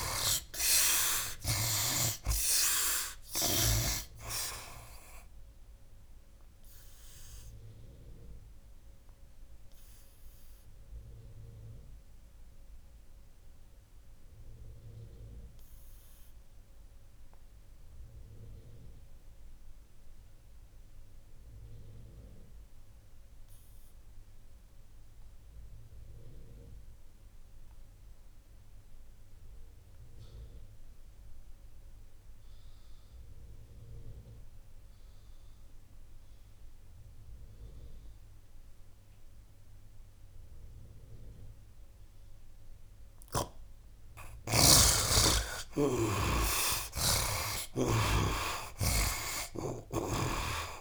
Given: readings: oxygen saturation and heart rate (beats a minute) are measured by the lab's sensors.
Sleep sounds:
breathing in sleep by a room microphone; 1
0.00-1.50 s: arousal
0.00-1.50 s: snoring (device-marked)
0.00-22.00 s: oxygen desaturation (device-marked, oxygen 42% lowest, heart rate 65 extreme)
6.00-43.50 s: obstructive apnea (oxygen 65% before, 42% lowest, heart rate 85 before, 81 extreme, up 14 after)
24.00-50.81 s: oxygen desaturation (device-marked, oxygen 90% before, 42% lowest, heart rate 90 before, 76 extreme)
45.50-50.81 s: snoring (device-marked)
46.00-50.50 s: arousal
From the record:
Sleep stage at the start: REM sleep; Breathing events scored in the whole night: 353 in 4.3 hours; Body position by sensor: on the right side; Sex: male

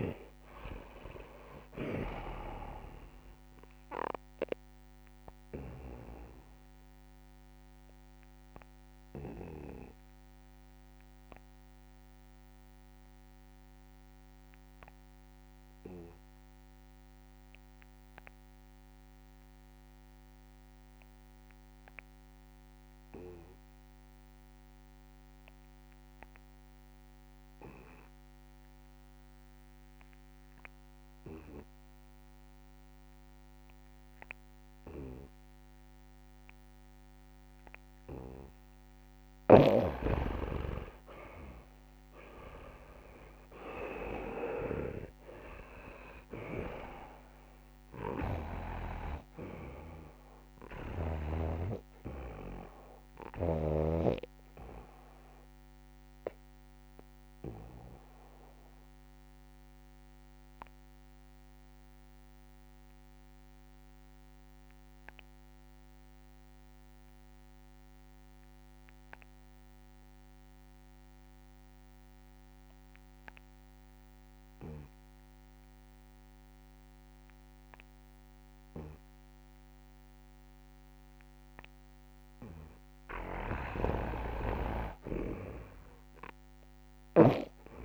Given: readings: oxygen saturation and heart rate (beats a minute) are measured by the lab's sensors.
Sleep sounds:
breathing in sleep by a microphone on the trachea; 2
0.00-1.50 s: arousal
0.00-20.00 s: oxygen desaturation (device-marked, oxygen 85% lowest, heart rate 67 extreme)
2.00-4.00 s: long interval between heartbeats (device-marked, heart rate 81 before, 91 extreme)
2.00-9.50 s: snoring (device-marked)
7.00-38.00 s: obstructive apnea (oxygen 100% before, 82% lowest, heart rate 84 before, 67 extreme, up 48 after)
33.00-66.00 s: oxygen desaturation (device-marked, oxygen 99% before, 82% lowest, heart rate 68 before, 67 extreme)
34.00-36.00 s: long interval between heartbeats (device-marked, heart rate 68 before, 79 extreme)
37.50-39.50 s: long interval between heartbeats (device-marked, heart rate 70 before, 88 extreme)
39.00-48.50 s: snoring (device-marked)
41.00-45.00 s: arousal
42.00-44.00 s: long interval between heartbeats (device-marked, heart rate 78 before, 111 extreme)
56.00-83.00 s: obstructive apnea (oxygen 98% before, 82% lowest, heart rate 88 before, 67 extreme, up 11 after)
81.00-87.85 s: oxygen desaturation (device-marked, oxygen 99% before, 85% lowest, heart rate 69 before, 69 extreme)
83.50-87.50 s: snoring (device-marked)
From the record:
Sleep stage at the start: N2 (light sleep); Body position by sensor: on the back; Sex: male

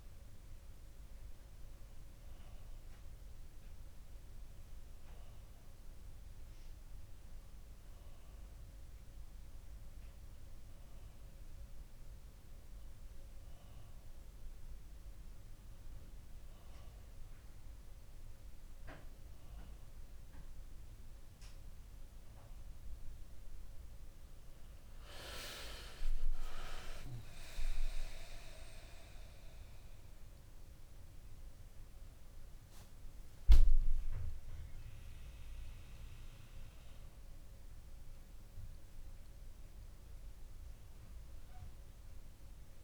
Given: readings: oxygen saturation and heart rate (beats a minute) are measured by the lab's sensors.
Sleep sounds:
breathing in sleep by a room microphone; none
none scored
From the record:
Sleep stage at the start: N2 (light sleep); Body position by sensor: on the back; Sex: male

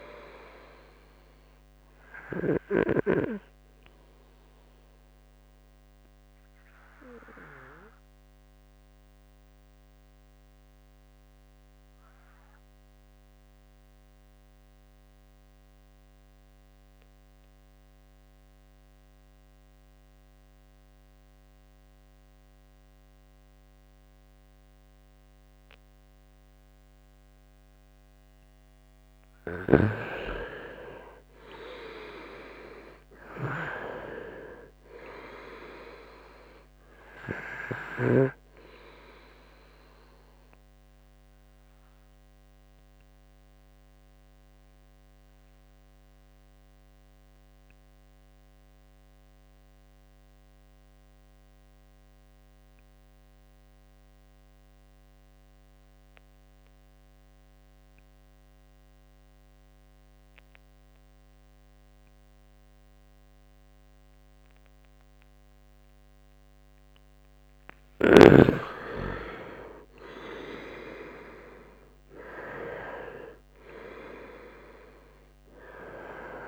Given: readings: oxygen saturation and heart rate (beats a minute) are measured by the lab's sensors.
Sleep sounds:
breathing in sleep by a microphone on the trachea; 2
0.00-22.00 s: oxygen desaturation (device-marked, oxygen 85% lowest, heart rate 64 extreme)
3.50-27.00 s: obstructive apnea (oxygen 98% before, 85% lowest, heart rate 68 before, 62 extreme, up 1 after)
30.50-34.50 s: arousal
34.00-58.00 s: oxygen desaturation (device-marked, oxygen 98% before, 85% lowest, heart rate 68 before, 62 extreme)
41.50-66.00 s: obstructive apnea (oxygen 98% before, 85% lowest, heart rate 68 before, 62 extreme, up 7 after)
68.00-71.50 s: arousal
74.00-76.48 s: oxygen desaturation (device-marked, oxygen 96% before, 88% lowest, heart rate 67 before, 62 extreme)
From the record:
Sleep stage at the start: N2 (light sleep); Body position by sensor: on the right side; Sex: male

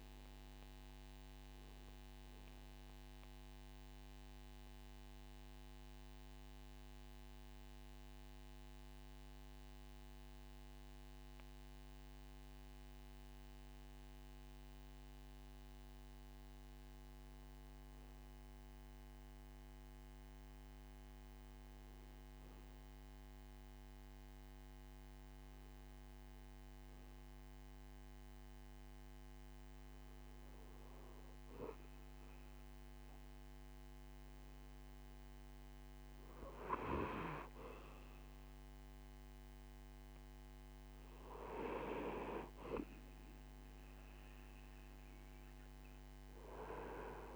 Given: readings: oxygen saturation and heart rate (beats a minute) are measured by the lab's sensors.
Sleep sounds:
breathing in sleep by a microphone on the trachea; 1
3.50-16.50 s: obstructive apnea (oxygen 99% before, 96% lowest, heart rate 68 before, 58 extreme, up 3 after)
19.00-22.00 s: arousal
45.50-47.35 s: new sleep stage, REM sleep
From the record:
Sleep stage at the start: N2 (light sleep); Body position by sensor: on the right side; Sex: male

